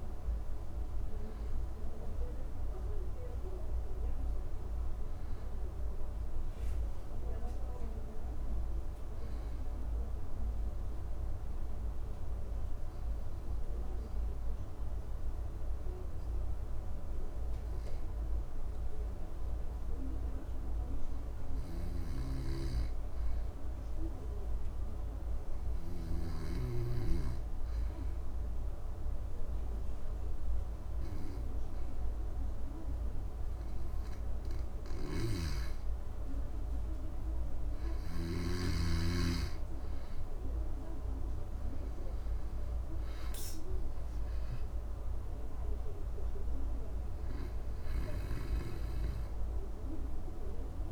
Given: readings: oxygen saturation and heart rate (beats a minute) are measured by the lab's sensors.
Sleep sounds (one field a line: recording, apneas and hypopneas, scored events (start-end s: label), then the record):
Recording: breathing in sleep by a room microphone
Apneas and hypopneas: 1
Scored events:
0.00-10.00 s: oxygen desaturation (device-marked, oxygen 91% lowest, heart rate 63 extreme)
6.00-38.00 s: obstructive apnea (oxygen 99% before, 91% lowest, heart rate 72 before, 63 extreme, up 5 after)
21.50-26.00 s: snoring (device-marked)
25.00-50.92 s: oxygen desaturation (device-marked, oxygen 99% before, 91% lowest, heart rate 65 before, 65 extreme)
34.50-38.50 s: snoring (device-marked)
40.50-44.00 s: arousal
From the record:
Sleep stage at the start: N2 (light sleep)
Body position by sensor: on the back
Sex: male